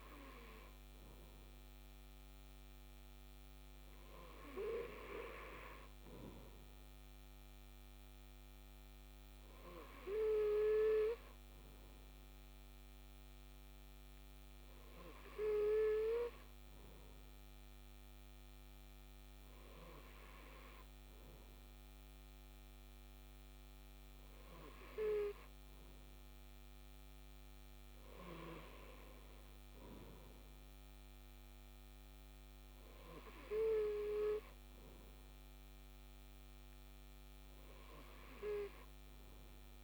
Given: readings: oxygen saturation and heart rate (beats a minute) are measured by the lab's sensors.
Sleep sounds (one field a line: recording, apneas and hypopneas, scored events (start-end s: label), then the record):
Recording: breathing in sleep by a microphone on the trachea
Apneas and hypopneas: none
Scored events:
none scored
From the record:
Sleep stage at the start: N2 (light sleep)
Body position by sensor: on the left side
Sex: male